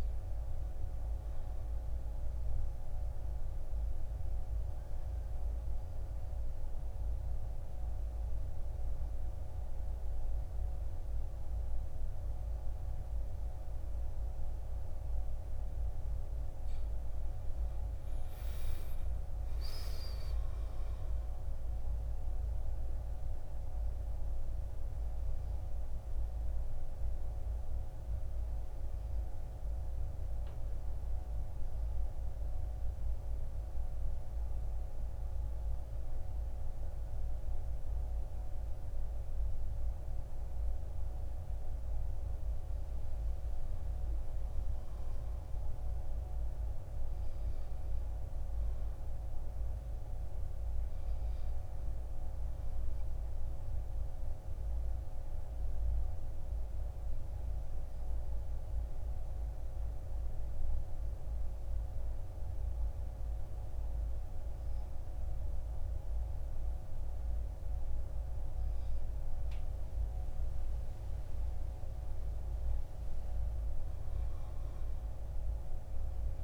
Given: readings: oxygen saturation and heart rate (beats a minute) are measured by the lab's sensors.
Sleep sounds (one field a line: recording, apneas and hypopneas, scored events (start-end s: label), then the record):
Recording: breathing in sleep, hard to hear, by a room microphone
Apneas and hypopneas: 3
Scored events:
0.00-3.50 s: oxygen desaturation (device-marked, oxygen 92% lowest, heart rate 49 extreme)
4.50-16.00 s: central apnea (oxygen 97% before, 94% lowest, heart rate 56 before, 49 extreme, up 12 after)
5.50-35.50 s: new sleep stage, N2 (light sleep)
19.50-23.50 s: arousal
32.00-43.00 s: central apnea (oxygen 99% before, 93% lowest, heart rate 56 before, 57 extreme, up 5 after)
35.50-76.44 s: new sleep stage, N1 (lightest sleep)
38.50-43.50 s: oxygen desaturation (device-marked, oxygen 97% before, 94% lowest, heart rate 59 before, 57 extreme)
46.00-50.00 s: arousal
53.50-71.00 s: obstructive apnea (oxygen 98% before, 91% lowest, heart rate 60 before, 46 extreme, up 8 after)
57.50-65.50 s: oxygen desaturation (device-marked, oxygen 98% before, 94% lowest, heart rate 61 before, 55 extreme)
73.50-76.44 s: arousal
From the record:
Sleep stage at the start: N1 (lightest sleep)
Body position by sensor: on the back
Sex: male